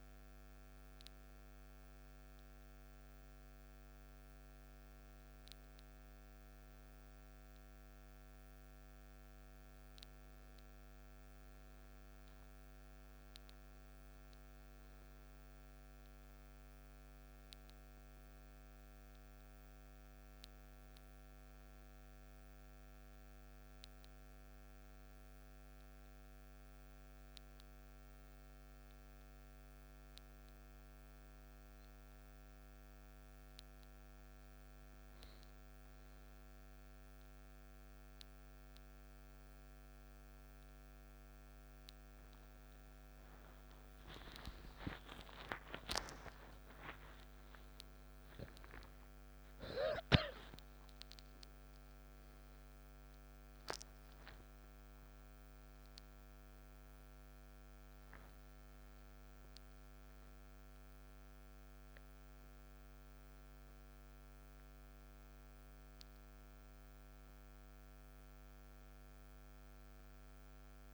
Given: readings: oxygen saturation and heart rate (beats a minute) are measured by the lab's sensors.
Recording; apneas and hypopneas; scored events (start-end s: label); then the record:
a person awake in a sleep study, by a microphone on the trachea; none
none scored
From the record:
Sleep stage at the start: awake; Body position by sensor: on the back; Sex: male